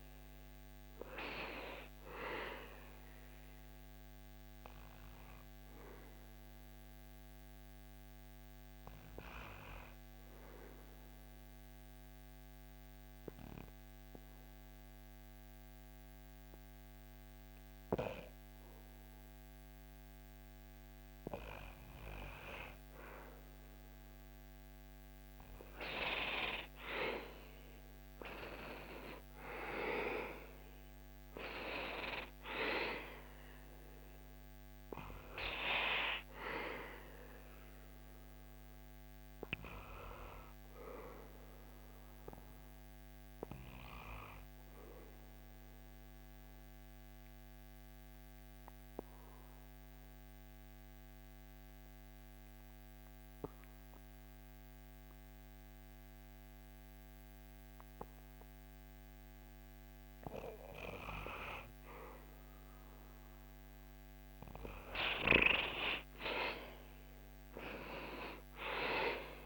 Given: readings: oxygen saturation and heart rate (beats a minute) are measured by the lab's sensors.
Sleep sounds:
breathing in sleep by a microphone on the trachea; 2
3.00-24.50 s: obstructive apnea (oxygen 100% before, 96% lowest, heart rate 73 before, 64 extreme, up 13 after)
26.50-31.00 s: arousal
37.00-63.00 s: obstructive apnea (oxygen 99% before, 95% lowest, heart rate 73 before, 67 extreme, up 10 after)
65.00-69.46 s: arousal
From the record:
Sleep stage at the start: N2 (light sleep); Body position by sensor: on the back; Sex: male

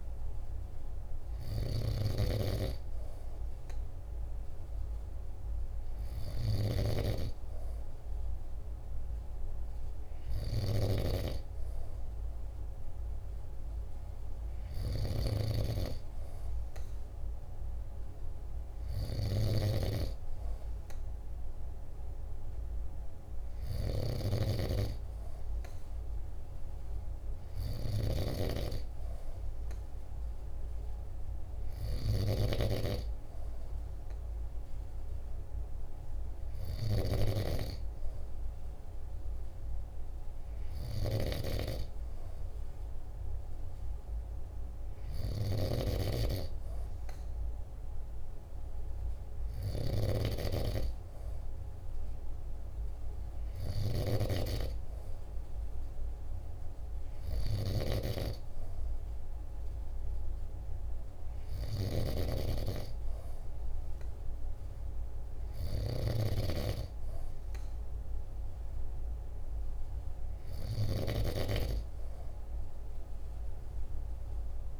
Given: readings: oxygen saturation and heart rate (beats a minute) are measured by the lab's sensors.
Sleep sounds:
breathing in sleep by a room microphone; none
0.00-1.50 s: snoring (device-marked)
14.00-23.50 s: snoring (device-marked)
From the record:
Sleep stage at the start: N2 (light sleep); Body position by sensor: on the back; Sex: male

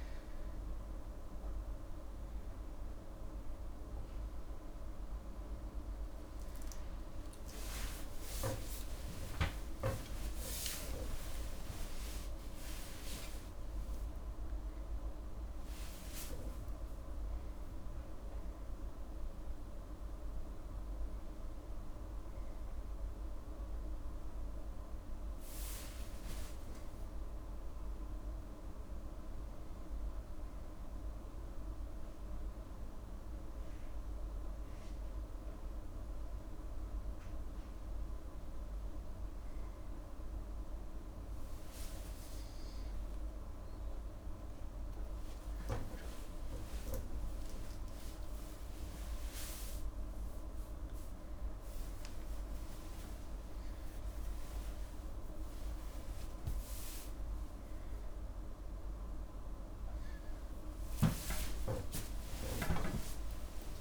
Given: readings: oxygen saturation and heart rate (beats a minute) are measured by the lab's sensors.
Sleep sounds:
a person awake in a sleep study, hard to hear, by a room microphone; none
5.00-18.00 s: oxygen desaturation (device-marked, oxygen 97% before, 94% lowest, heart rate 128 before, 54 extreme)
From the record:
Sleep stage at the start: awake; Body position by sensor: on the back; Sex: female

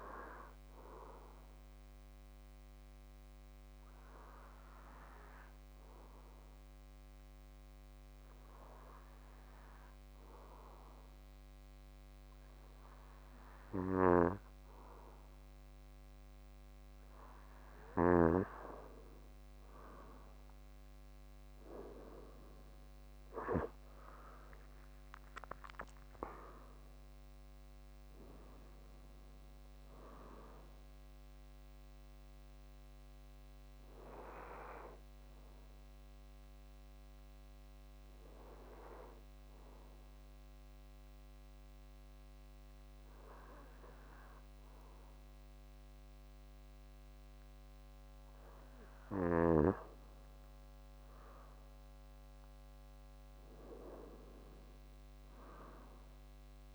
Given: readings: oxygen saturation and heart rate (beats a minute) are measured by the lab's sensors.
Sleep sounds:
breathing in sleep by a microphone on the trachea; 2
2.00-13.00 s: obstructive apnea (oxygen 96% before, 92% lowest, heart rate 68 before, 54 extreme, up 6 after)
19.00-37.00 s: oxygen desaturation (device-marked, oxygen 96% before, 92% lowest, heart rate 60 before, 55 extreme)
22.50-27.00 s: arousal
37.50-49.00 s: hypopnea (oxygen 96% before, 92% lowest, heart rate 66 before, 53 extreme, up 16 after)
52.50-56.50 s: arousal
From the record:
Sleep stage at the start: N2 (light sleep); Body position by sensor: on the back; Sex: male

